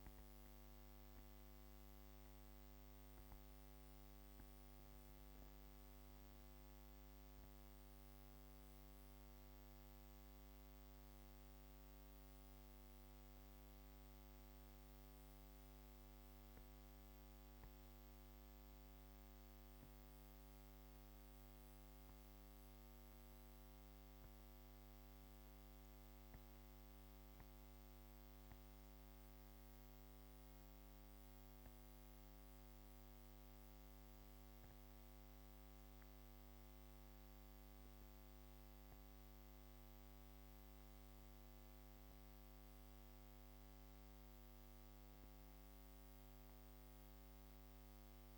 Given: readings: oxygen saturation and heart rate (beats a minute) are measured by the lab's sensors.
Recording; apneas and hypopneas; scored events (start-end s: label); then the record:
breathing in sleep, hard to hear, by a microphone on the trachea; 1
16.00-32.00 s: mixed apnea (oxygen 98% before, 94% lowest)
34.50-39.00 s: arousal
35.00-48.38 s: oxygen desaturation (device-marked, oxygen 97% before, 94% lowest)
From the record:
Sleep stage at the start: N2 (light sleep); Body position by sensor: on the back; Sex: female